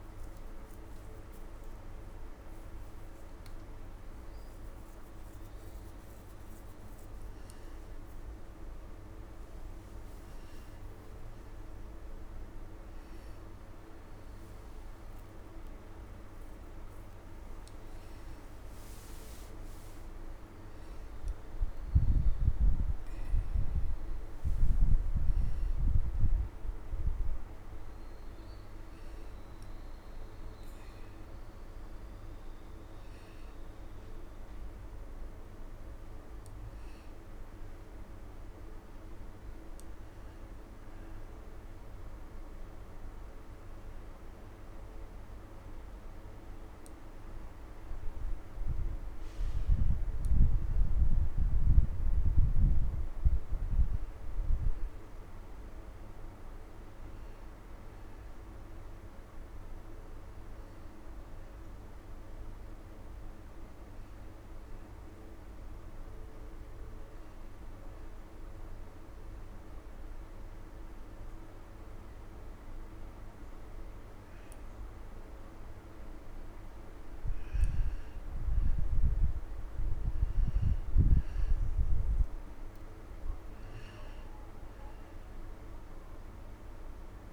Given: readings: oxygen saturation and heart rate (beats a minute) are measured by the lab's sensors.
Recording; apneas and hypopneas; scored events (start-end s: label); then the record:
breathing in sleep, hard to hear, by a room microphone; 1
0.00-11.50 s: oxygen desaturation (device-marked, oxygen 92% lowest)
68.00-78.00 s: obstructive apnea (oxygen 95% before, 91% lowest, heart rate 84 before, 38 extreme, up 39 after)
80.50-87.33 s: new sleep stage, N2 (light sleep)
80.50-87.33 s: oxygen desaturation (device-marked, oxygen 94% before, 91% lowest, heart rate 54 before, 66 extreme)
From the record:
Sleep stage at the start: N1 (lightest sleep); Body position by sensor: on the right side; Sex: male